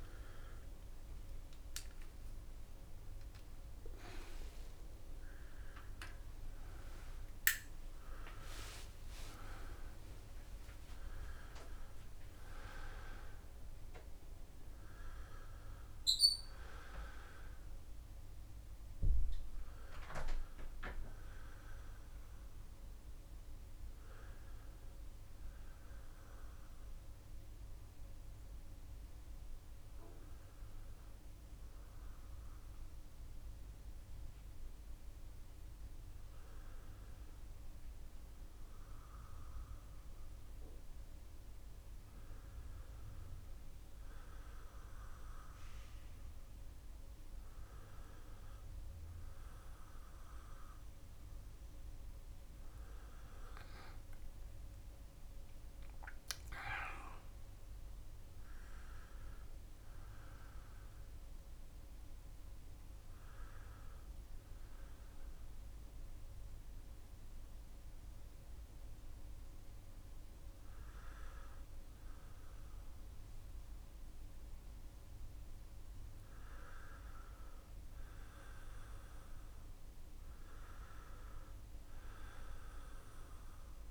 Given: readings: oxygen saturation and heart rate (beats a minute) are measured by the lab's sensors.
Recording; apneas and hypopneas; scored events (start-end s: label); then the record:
a person partly awake in a sleep study, by a room microphone; none
0.00-2.00 s: long interval between heartbeats (device-marked, heart rate 92 before, 129 extreme)
3.00-5.00 s: long interval between heartbeats (device-marked, heart rate 99 before, 100 extreme)
25.50-83.91 s: new sleep stage, N2 (light sleep)
From the record:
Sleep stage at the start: awake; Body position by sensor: on the back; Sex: male